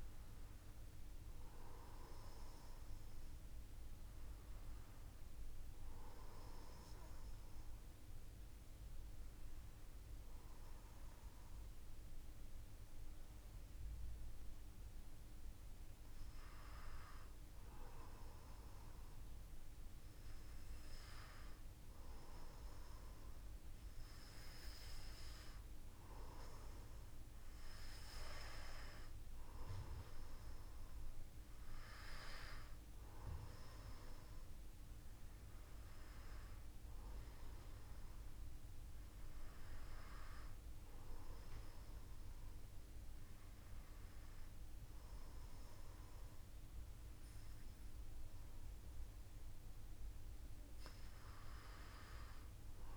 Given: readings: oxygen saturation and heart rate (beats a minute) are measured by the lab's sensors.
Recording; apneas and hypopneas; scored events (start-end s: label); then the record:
breathing in sleep by a room microphone; 1
0.00-1.00 s: oxygen desaturation (device-marked, oxygen 93% lowest, heart rate 55 extreme)
5.50-16.50 s: obstructive apnea (oxygen 96% before, 93% lowest, heart rate 57 before, 55 extreme, up 0 after)
19.00-22.00 s: arousal
From the record:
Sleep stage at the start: N2 (light sleep); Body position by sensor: on the back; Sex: male